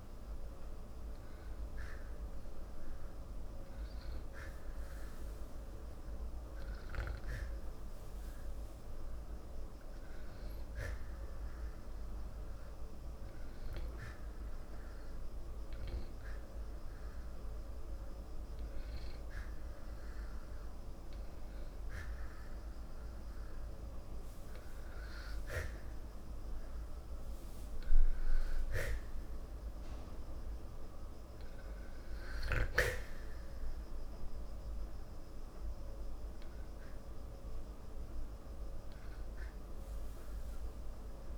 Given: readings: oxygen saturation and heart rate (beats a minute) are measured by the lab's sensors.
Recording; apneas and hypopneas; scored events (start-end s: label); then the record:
breathing in sleep, hard to hear, by a room microphone; none
none scored
From the record:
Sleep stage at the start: N2 (light sleep); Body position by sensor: on the back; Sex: male